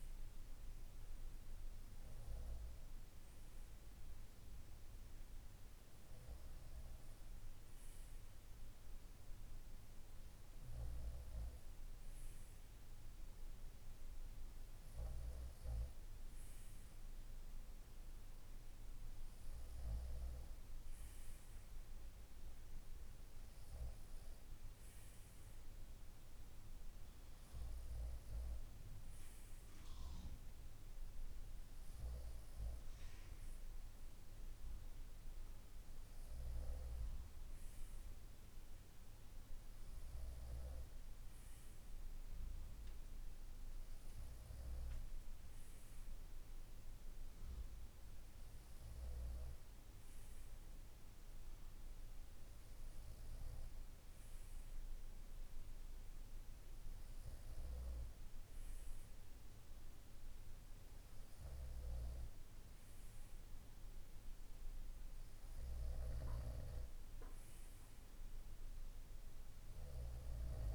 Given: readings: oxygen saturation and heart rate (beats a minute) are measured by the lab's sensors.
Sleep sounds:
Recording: breathing in sleep, hard to hear, by a room microphone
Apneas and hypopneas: none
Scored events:
none scored
From the record:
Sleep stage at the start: N2 (light sleep)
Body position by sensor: on the right side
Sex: male

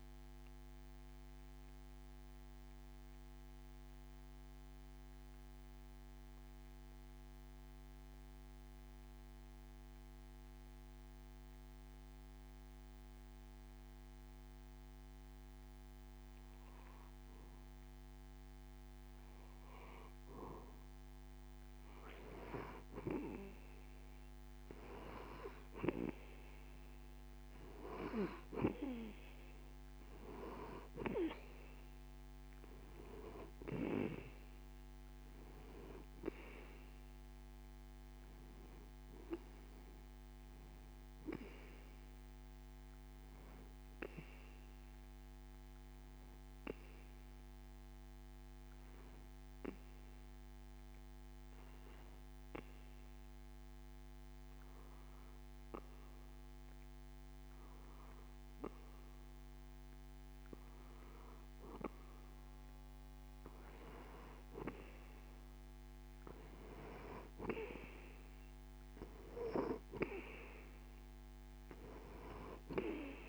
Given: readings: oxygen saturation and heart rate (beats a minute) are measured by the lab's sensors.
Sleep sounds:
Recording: breathing in sleep by a microphone on the trachea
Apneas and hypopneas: 2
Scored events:
1.00-18.00 s: mixed apnea (oxygen 97% before, 92% lowest)
23.00-26.50 s: arousal
28.50-42.50 s: oxygen desaturation (device-marked, oxygen 97% before, 93% lowest)
44.50-59.00 s: obstructive apnea (oxygen 97% before, 92% lowest)
61.50-64.50 s: arousal
From the record:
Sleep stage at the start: N2 (light sleep)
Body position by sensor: on the back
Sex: male

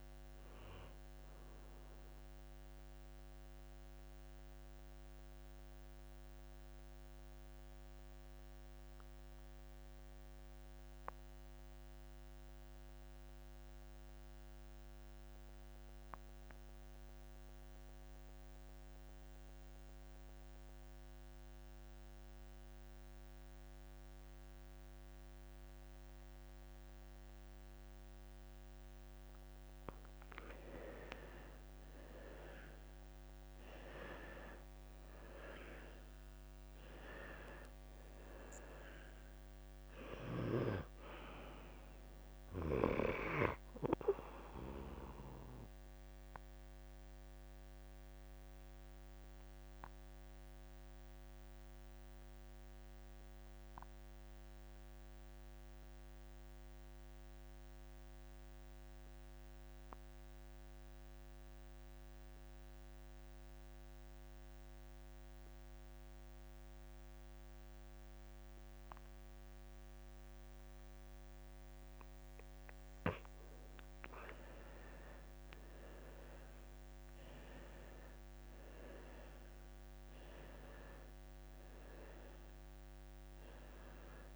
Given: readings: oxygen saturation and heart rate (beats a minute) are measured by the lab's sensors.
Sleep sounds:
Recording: breathing in sleep by a microphone on the trachea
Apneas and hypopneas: 2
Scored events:
0.00-17.50 s: oxygen desaturation (device-marked, oxygen 88% lowest, heart rate 52 extreme)
3.00-30.00 s: mixed apnea (oxygen 95% before, 85% lowest, heart rate 59 before, 50 extreme, up 1 after)
16.50-21.50 s: tachycardia (device-marked)
19.00-21.00 s: long interval between heartbeats (device-marked, heart rate 56 before, 98 extreme)
21.00-23.00 s: long interval between heartbeats (device-marked, heart rate 61 before, 130 extreme)
25.50-63.50 s: oxygen desaturation (device-marked, oxygen 98% before, 85% lowest, heart rate 77 before, 50 extreme)
31.00-35.00 s: arousal
38.50-40.50 s: long interval between heartbeats (device-marked, heart rate 79 before, 67 extreme)
47.00-74.00 s: obstructive apnea (oxygen 98% before, 85% lowest, heart rate 60 before, 50 extreme, up 27 after)
75.00-79.50 s: arousal
76.50-84.36 s: oxygen desaturation (device-marked, oxygen 97% before, 87% lowest, heart rate 54 before, 51 extreme)
82.50-84.36 s: long interval between heartbeats (device-marked, heart rate 57 before, 86 extreme)
From the record:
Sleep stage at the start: N2 (light sleep)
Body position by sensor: on the back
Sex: male

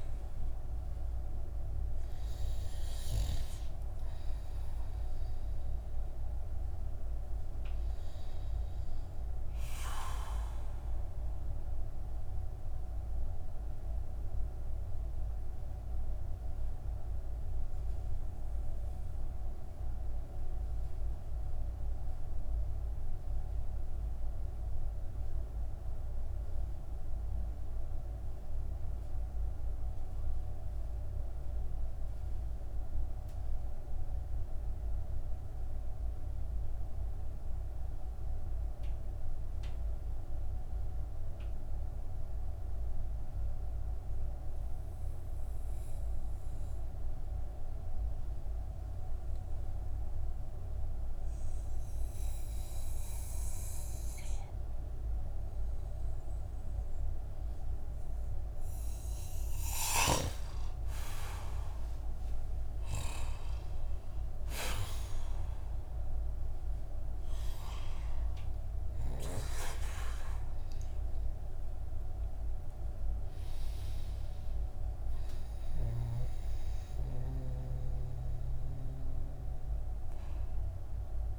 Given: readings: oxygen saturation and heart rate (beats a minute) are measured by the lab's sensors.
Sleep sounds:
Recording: breathing in sleep by a room microphone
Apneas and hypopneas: 1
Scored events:
6.50-22.50 s: oxygen desaturation (device-marked, oxygen 95% before, 89% lowest)
9.50-58.50 s: mixed apnea (oxygen 96% before, 89% lowest)
40.50-65.50 s: oxygen desaturation (device-marked, oxygen 99% before, 94% lowest)
60.00-64.50 s: arousal
67.50-81.39 s: oxygen desaturation (device-marked, oxygen 95% before, 89% lowest)
From the record:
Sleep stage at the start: N2 (light sleep)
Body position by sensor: on the back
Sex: male

